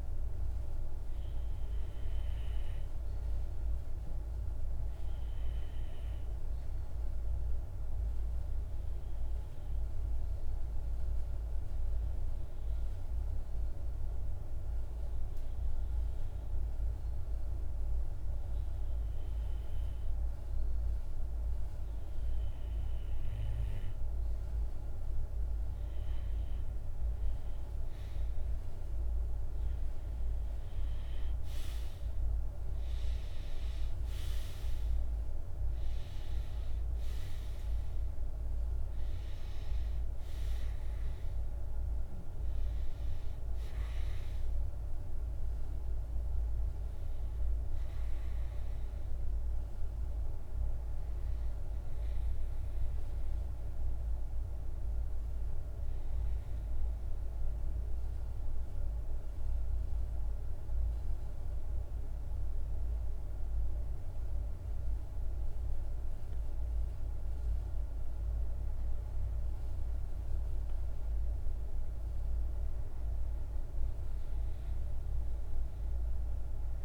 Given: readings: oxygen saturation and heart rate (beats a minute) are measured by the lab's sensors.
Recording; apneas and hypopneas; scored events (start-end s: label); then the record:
breathing in sleep, hard to hear, by a room microphone; 2
4.50-24.00 s: obstructive apnea (oxygen 97% before, 87% lowest, heart rate 50 before, 50 extreme, up 2 after)
27.50-32.50 s: arousal
29.50-59.50 s: oxygen desaturation (device-marked, oxygen 95% before, 87% lowest, heart rate 51 before, 52 extreme)
56.00-71.00 s: obstructive apnea (oxygen 95% before, 92% lowest, heart rate 56 before, 52 extreme, up 0 after)
73.50-76.85 s: arousal
From the record:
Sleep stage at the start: REM sleep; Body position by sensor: on the back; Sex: male